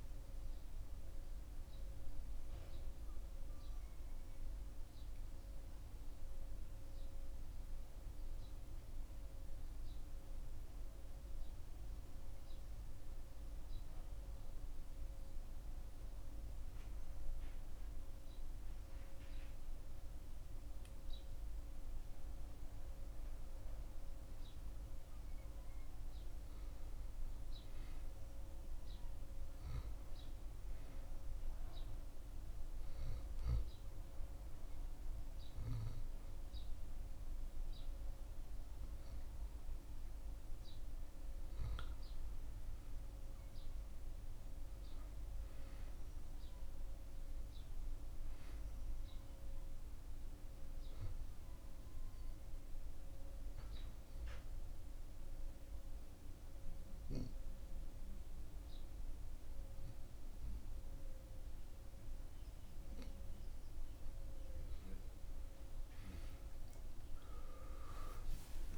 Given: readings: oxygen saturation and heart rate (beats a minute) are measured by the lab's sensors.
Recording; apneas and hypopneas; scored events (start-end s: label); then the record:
breathing in sleep, hard to hear, by a room microphone; 3
0.00-15.50 s: oxygen desaturation (device-marked, oxygen 91% lowest)
13.00-23.00 s: obstructive apnea (oxygen 95% before, 92% lowest)
25.50-29.00 s: arousal
30.50-41.00 s: mixed apnea (oxygen 98% before, 90% lowest)
31.50-47.50 s: oxygen desaturation (device-marked, oxygen 98% before, 94% lowest)
43.50-47.00 s: arousal
51.50-64.00 s: obstructive apnea (oxygen 98% before, 90% lowest)
From the record:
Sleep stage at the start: N2 (light sleep); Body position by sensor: on the back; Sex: male